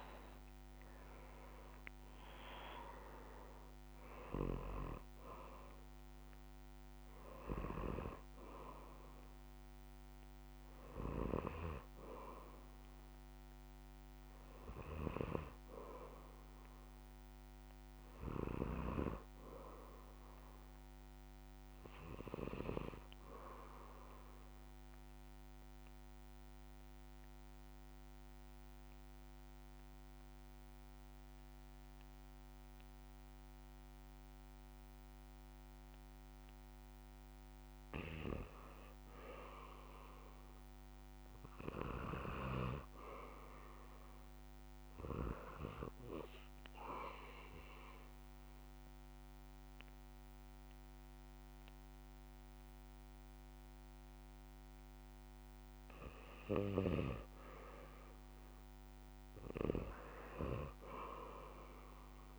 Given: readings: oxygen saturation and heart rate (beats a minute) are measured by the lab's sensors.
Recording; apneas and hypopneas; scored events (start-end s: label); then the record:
breathing in sleep by a microphone on the trachea; 2
0.00-20.50 s: oxygen desaturation (device-marked, oxygen 90% lowest, heart rate 58 extreme)
20.50-23.00 s: arousal
24.50-37.50 s: obstructive apnea (oxygen 98% before, 92% lowest, heart rate 66 before, 58 extreme, up 5 after)
41.00-43.50 s: arousal
47.00-57.00 s: obstructive apnea (oxygen 98% before, 92% lowest, heart rate 61 before, 59 extreme, up 6 after)
50.50-61.50 s: oxygen desaturation (device-marked, oxygen 97% before, 93% lowest, heart rate 61 before, 60 extreme)
From the record:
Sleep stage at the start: N2 (light sleep); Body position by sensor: on the back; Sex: male